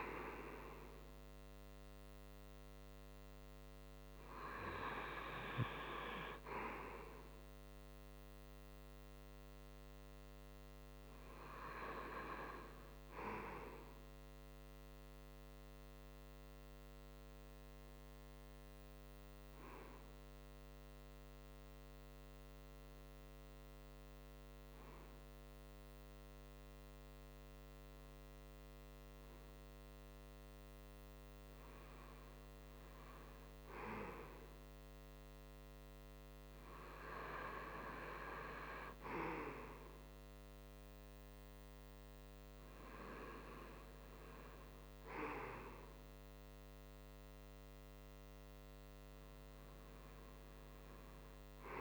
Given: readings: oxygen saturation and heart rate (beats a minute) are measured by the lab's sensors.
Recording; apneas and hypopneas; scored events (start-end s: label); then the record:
breathing in sleep by a microphone on the trachea; none
none scored
From the record:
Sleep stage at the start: REM sleep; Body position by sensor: on the front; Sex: male